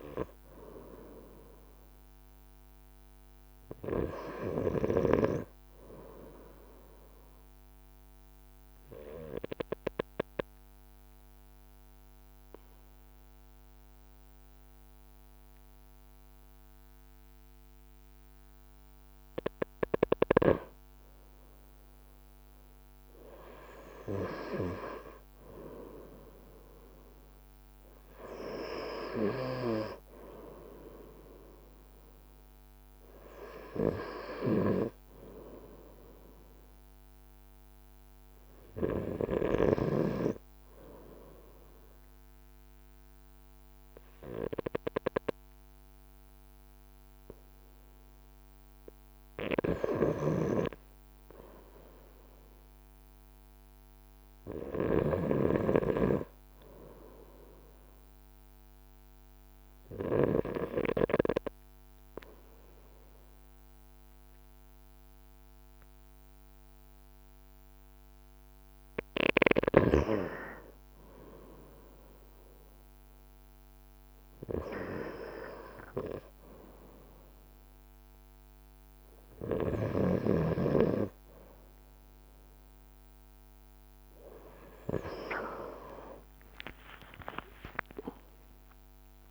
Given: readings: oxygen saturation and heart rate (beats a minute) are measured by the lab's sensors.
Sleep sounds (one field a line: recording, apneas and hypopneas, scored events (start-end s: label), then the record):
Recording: breathing in sleep by a microphone on the trachea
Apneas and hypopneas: 2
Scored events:
6.00-19.50 s: obstructive apnea (oxygen 96% before, 94% lowest, heart rate 56 before, 56 extreme, up 2 after)
21.50-24.50 s: arousal
28.50-38.50 s: snoring (device-marked)
48.50-59.50 s: snoring (device-marked)
49.50-52.50 s: arousal
56.00-68.50 s: obstructive apnea (oxygen 96% before, 94% lowest, heart rate 57 before, 56 extreme, up 3 after)
85.50-89.31 s: arousal
86.50-89.31 s: leg movement (device-marked)
From the record:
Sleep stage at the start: N2 (light sleep)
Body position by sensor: on the front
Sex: male